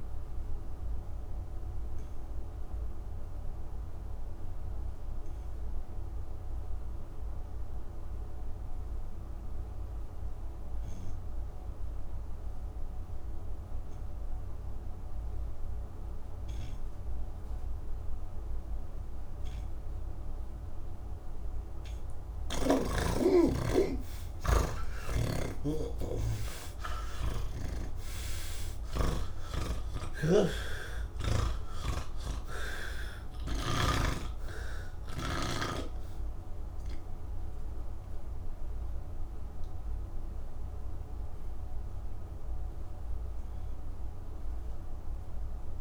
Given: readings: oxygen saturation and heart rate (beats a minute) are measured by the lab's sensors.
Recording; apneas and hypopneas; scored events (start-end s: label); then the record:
breathing in sleep by a room microphone; none
0.00-9.50 s: oxygen desaturation (device-marked, oxygen 81% lowest, heart rate 70 extreme)
16.50-31.50 s: oxygen desaturation (device-marked, oxygen 98% before, 89% lowest, heart rate 72 before, 67 extreme)
29.50-33.50 s: snoring (device-marked)
33.50-45.81 s: oxygen desaturation (device-marked, oxygen 93% before, 79% lowest, heart rate 79 before, 48 extreme)
From the record:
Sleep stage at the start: N3 (deep sleep); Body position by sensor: on the back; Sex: male